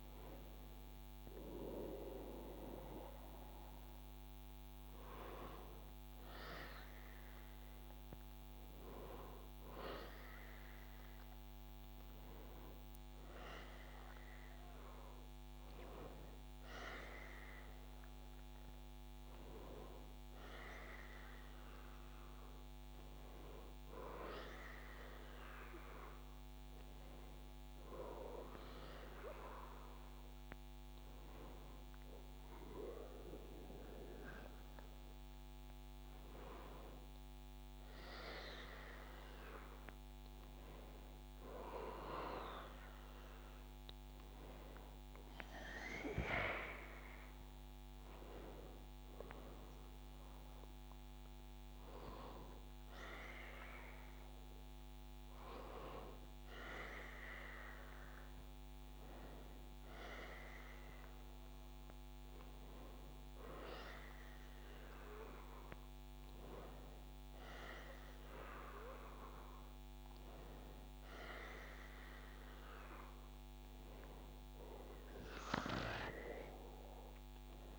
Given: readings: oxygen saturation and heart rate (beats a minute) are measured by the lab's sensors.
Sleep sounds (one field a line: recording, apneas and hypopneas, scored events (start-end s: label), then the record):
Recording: a person awake in a sleep study, by a microphone on the trachea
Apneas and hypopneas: none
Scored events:
none scored
From the record:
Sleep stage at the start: awake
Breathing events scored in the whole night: 341 in 4.7 hours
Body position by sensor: on the back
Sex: male